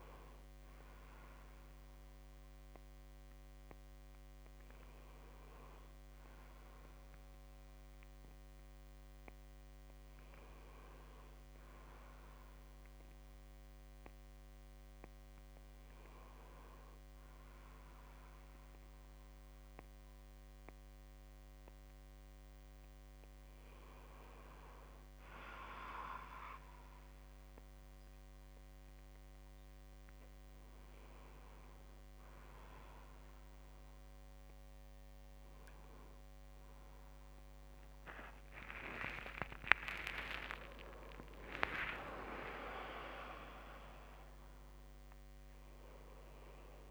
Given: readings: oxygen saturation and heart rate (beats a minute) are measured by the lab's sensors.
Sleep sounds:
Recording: breathing in sleep by a microphone on the trachea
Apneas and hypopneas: none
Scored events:
41.00-46.91 s: new sleep stage, awake
43.00-45.00 s: long interval between heartbeats (device-marked, heart rate 62 before, 88 extreme)
From the record:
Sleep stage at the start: REM sleep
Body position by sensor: on the back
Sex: male

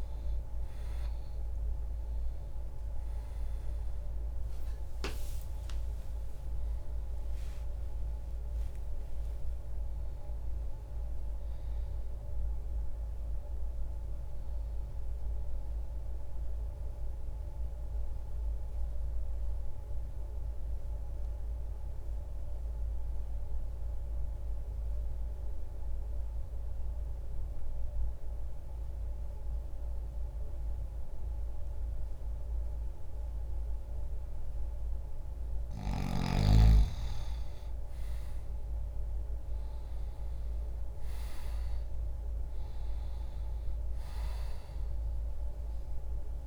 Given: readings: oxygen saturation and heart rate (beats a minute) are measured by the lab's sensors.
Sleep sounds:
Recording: breathing in sleep, hard to hear, by a room microphone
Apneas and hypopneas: 1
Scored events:
0.00-26.50 s: oxygen desaturation (device-marked, oxygen 83% lowest, heart rate 60 extreme)
4.50-8.50 s: arousal
12.50-46.47 s: new sleep stage, N2 (light sleep)
15.50-34.00 s: obstructive apnea (oxygen 93% before, 83% lowest, heart rate 84 before, 60 extreme, up 0 after)
36.50-40.50 s: arousal
43.50-46.47 s: oxygen desaturation (device-marked, oxygen 96% before, 83% lowest, heart rate 60 before, 60 extreme)
From the record:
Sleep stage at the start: N1 (lightest sleep)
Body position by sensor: on the back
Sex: male

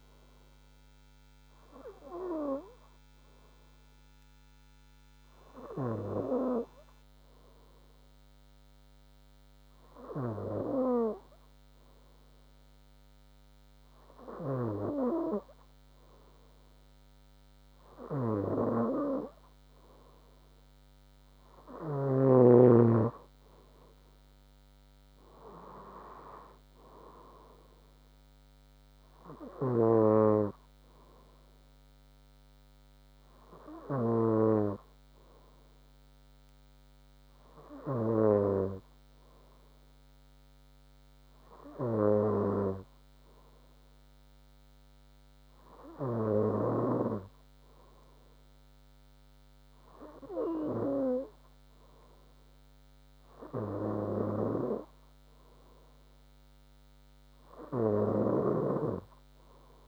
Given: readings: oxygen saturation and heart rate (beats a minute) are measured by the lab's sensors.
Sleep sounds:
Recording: breathing in sleep by a microphone on the trachea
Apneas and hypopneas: none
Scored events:
0.00-4.00 s: bradycardia (device-marked, heart rate 58 extreme)
29.00-40.00 s: bradycardia (device-marked, heart rate 62 before, 57 extreme)
From the record:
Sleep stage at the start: N3 (deep sleep)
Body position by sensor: on the front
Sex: female

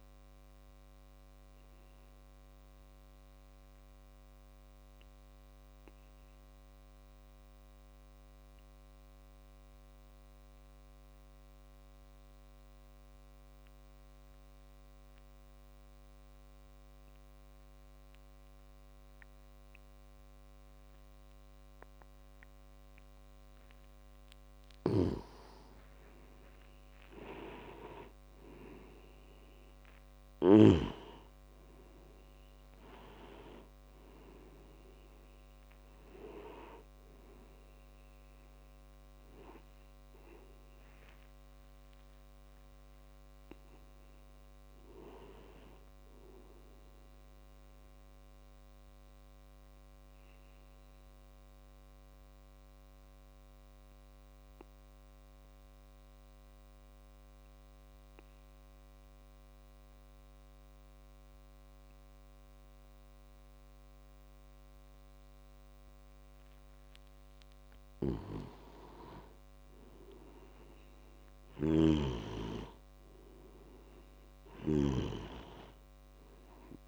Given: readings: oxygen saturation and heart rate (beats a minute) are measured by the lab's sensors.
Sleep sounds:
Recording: breathing in sleep by a microphone on the trachea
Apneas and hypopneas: 2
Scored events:
0.00-5.50 s: oxygen desaturation (device-marked, oxygen 89% lowest)
1.50-23.50 s: obstructive apnea (oxygen 97% before, 89% lowest)
21.50-53.50 s: oxygen desaturation (device-marked, oxygen 98% before, 89% lowest)
22.50-50.50 s: tachycardia (device-marked, heart rate 36 before, 171 extreme)
24.50-31.00 s: snoring (device-marked)
26.00-30.00 s: arousal
48.00-67.00 s: obstructive apnea (oxygen 97% before, 90% lowest)
68.00-75.00 s: snoring (device-marked)
68.50-72.00 s: arousal
69.50-76.88 s: oxygen desaturation (device-marked, oxygen 98% before, 90% lowest)
From the record:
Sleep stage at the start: N2 (light sleep)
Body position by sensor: on the back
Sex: male

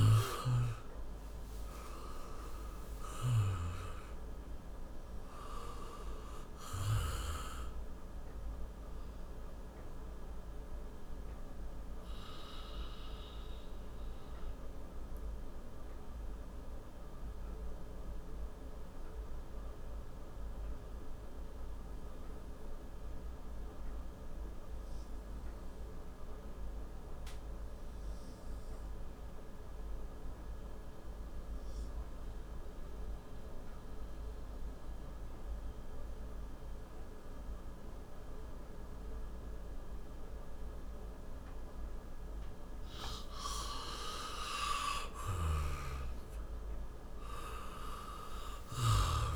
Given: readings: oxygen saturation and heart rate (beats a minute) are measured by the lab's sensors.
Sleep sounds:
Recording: breathing in sleep by a room microphone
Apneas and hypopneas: 1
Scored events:
0.00-2.00 s: arousal
0.00-12.00 s: oxygen desaturation (device-marked, oxygen 92% lowest, heart rate 57 extreme)
9.50-42.50 s: obstructive apnea (oxygen 98% before, 88% lowest, heart rate 72 before, 56 extreme, up 9 after)
14.00-26.00 s: oxygen desaturation (device-marked, oxygen 94% before, 88% lowest, heart rate 74 before, 57 extreme)
42.00-49.36 s: oxygen desaturation (device-marked, oxygen 98% before, 90% lowest, heart rate 61 before, 56 extreme)
44.50-49.36 s: arousal
From the record:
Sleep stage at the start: N2 (light sleep)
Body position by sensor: on the back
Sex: male

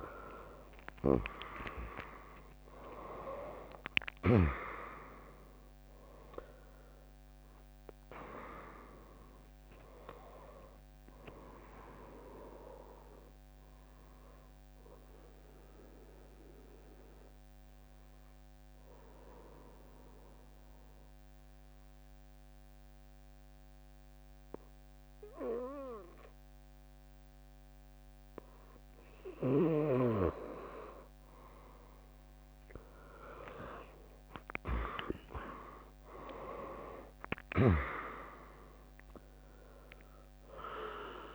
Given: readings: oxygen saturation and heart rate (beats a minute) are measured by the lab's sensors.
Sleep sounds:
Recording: breathing in sleep by a microphone on the trachea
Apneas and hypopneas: 1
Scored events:
0.00-3.50 s: arousal
2.00-24.00 s: drop in pulse transit time (device-marked, heart rate 69 before, 69 extreme)
5.00-20.00 s: oxygen desaturation (device-marked, oxygen 99% before, 95% lowest, heart rate 68 before, 58 extreme)
16.50-29.00 s: obstructive apnea (oxygen 99% before, 95% lowest, heart rate 80 before, 58 extreme)
30.00-32.00 s: bradycardia (device-marked, heart rate 77 before, 65 extreme)
31.50-35.50 s: arousal
39.00-41.35 s: drop in pulse transit time (device-marked, heart rate 74 before, 76 extreme)
From the record:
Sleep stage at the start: N2 (light sleep)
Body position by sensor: on the right side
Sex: female

